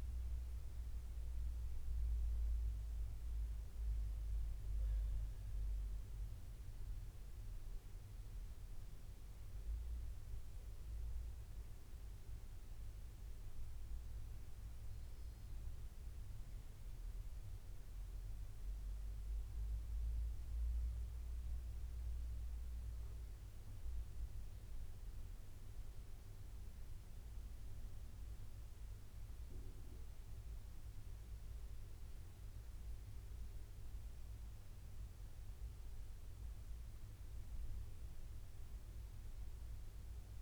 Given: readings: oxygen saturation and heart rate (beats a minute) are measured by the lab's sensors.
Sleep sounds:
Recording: breathing in sleep, hard to hear, by a room microphone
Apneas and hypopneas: none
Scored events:
0.00-16.00 s: oxygen desaturation (device-marked, oxygen 85% lowest, heart rate 64 extreme)
32.00-35.50 s: arousal
From the record:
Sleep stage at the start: N2 (light sleep)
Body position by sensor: on the back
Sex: male

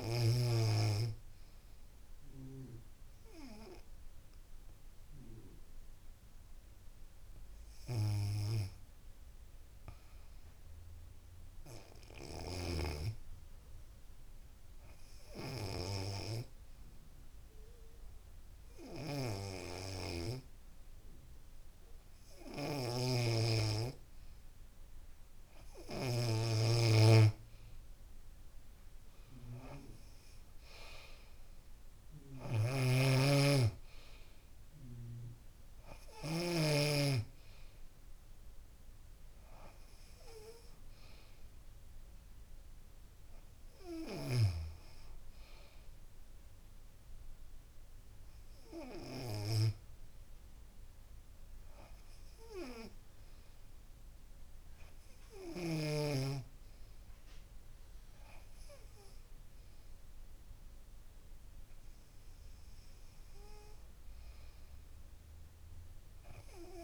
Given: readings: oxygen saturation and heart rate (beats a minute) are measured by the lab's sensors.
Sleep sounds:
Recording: breathing in sleep by a room microphone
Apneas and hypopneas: 2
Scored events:
0.00-3.50 s: oxygen desaturation (device-marked, oxygen 93% lowest, heart rate 66 extreme)
5.00-23.50 s: hypopnea (oxygen 96% before, 91% lowest, heart rate 74 before, 67 extreme, up 3 after)
25.50-28.00 s: arousal
27.50-41.50 s: oxygen desaturation (device-marked, oxygen 96% before, 91% lowest, heart rate 69 before, 67 extreme)
46.50-57.50 s: hypopnea (oxygen 96% before, 92% lowest, heart rate 70 before, 63 extreme, up 20 after)
57.50-59.50 s: long interval between heartbeats (device-marked, heart rate 69 before, 80 extreme)
60.50-65.00 s: arousal
61.00-63.00 s: long interval between heartbeats (device-marked, heart rate 71 before, 90 extreme)
From the record:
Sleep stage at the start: N2 (light sleep)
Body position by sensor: on the back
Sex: female

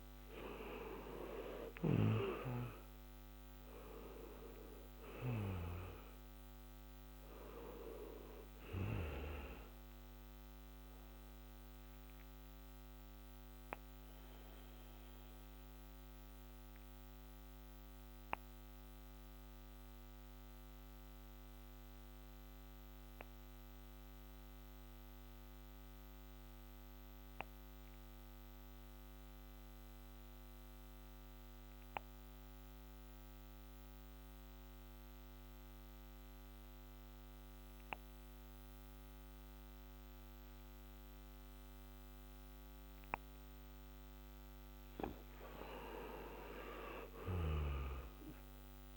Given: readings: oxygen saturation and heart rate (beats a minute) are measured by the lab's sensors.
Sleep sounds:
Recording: breathing in sleep by a microphone on the trachea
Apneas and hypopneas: 1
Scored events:
0.00-4.00 s: arousal
0.00-14.00 s: oxygen desaturation (device-marked, oxygen 92% lowest, heart rate 57 extreme)
11.50-44.50 s: obstructive apnea (oxygen 98% before, 88% lowest, heart rate 72 before, 56 extreme, up 9 after)
16.00-28.00 s: oxygen desaturation (device-marked, oxygen 94% before, 88% lowest, heart rate 74 before, 57 extreme)
44.00-48.97 s: oxygen desaturation (device-marked, oxygen 98% before, 90% lowest, heart rate 61 before, 56 extreme)
46.50-48.97 s: arousal
From the record:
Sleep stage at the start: N2 (light sleep)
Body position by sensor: on the back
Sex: male

